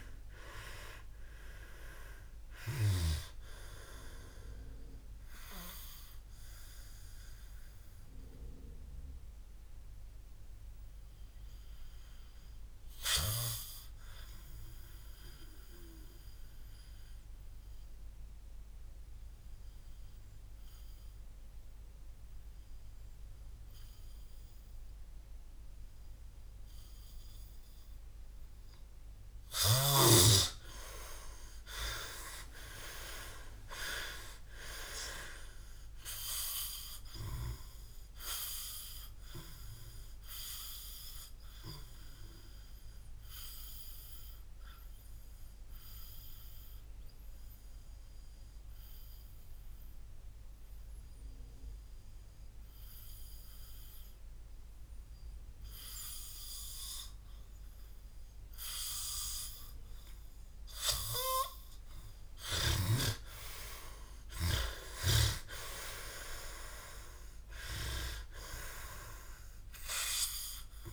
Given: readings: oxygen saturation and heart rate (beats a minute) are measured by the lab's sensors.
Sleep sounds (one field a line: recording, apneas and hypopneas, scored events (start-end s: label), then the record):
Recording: breathing in sleep by a room microphone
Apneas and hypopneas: 2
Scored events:
5.50-14.50 s: oxygen desaturation (device-marked, oxygen 94% before, 89% lowest, heart rate 93 before, 60 extreme)
16.00-29.00 s: obstructive apnea (oxygen 98% before, 88% lowest, heart rate 94 before, 57 extreme, up 54 after)
29.50-35.50 s: arousal
42.50-70.92 s: oxygen desaturation (device-marked, oxygen 99% before, 88% lowest, heart rate 78 before, 55 extreme)
44.00-60.00 s: obstructive apnea (oxygen 99% before, 88% lowest, heart rate 77 before, 58 extreme, up 13 after)
63.50-69.50 s: arousal
From the record:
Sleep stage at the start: N2 (light sleep)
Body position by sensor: on the back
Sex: male